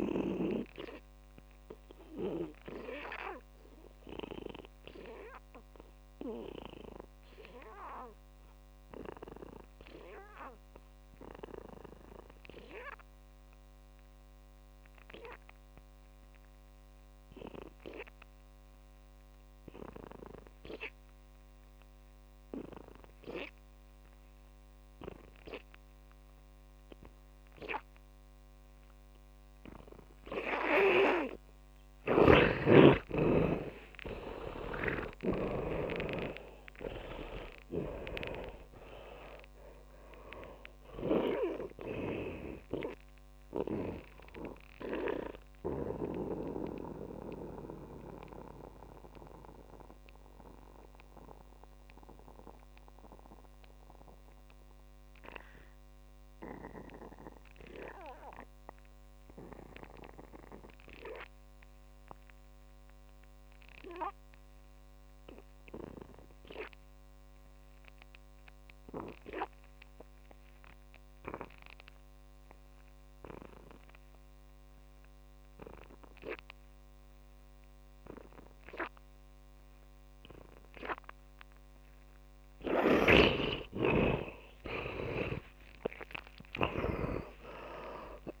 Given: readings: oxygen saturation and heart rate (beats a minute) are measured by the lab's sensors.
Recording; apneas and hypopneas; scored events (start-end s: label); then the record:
breathing in sleep by a microphone on the trachea; 2
0.00-21.00 s: oxygen desaturation (device-marked, oxygen 81% lowest, heart rate 53 extreme)
1.50-29.00 s: obstructive apnea (oxygen 100% before, 80% lowest, heart rate 64 before, 53 extreme, up 5 after)
32.50-39.00 s: snoring (device-marked)
33.00-38.50 s: arousal
34.00-59.00 s: oxygen desaturation (device-marked, oxygen 99% before, 80% lowest, heart rate 58 before, 49 extreme)
44.50-83.00 s: mixed apnea (oxygen 99% before, 75% lowest)
76.00-88.40 s: oxygen desaturation (device-marked, oxygen 100% before, 75% lowest)
83.50-87.50 s: snoring (device-marked)
From the record:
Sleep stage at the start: N2 (light sleep); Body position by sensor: on the back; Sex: male